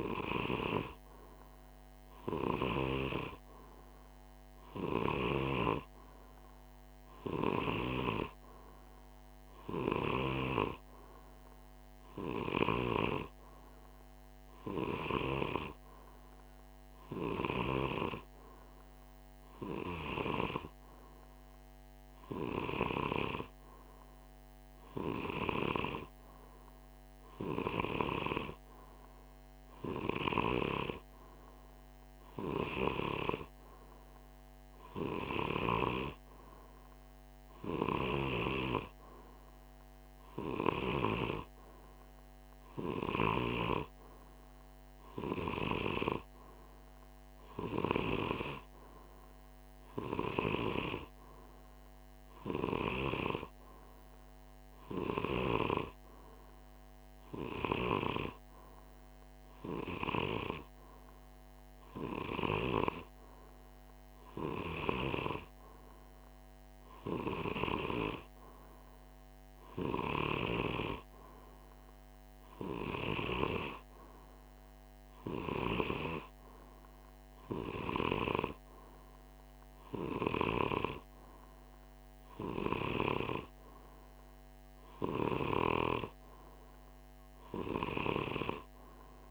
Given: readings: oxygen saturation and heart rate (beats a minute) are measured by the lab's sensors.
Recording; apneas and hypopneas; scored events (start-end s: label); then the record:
breathing in sleep by a microphone on the trachea; none
none scored
From the record:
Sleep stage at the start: N2 (light sleep); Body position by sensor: on the right side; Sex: male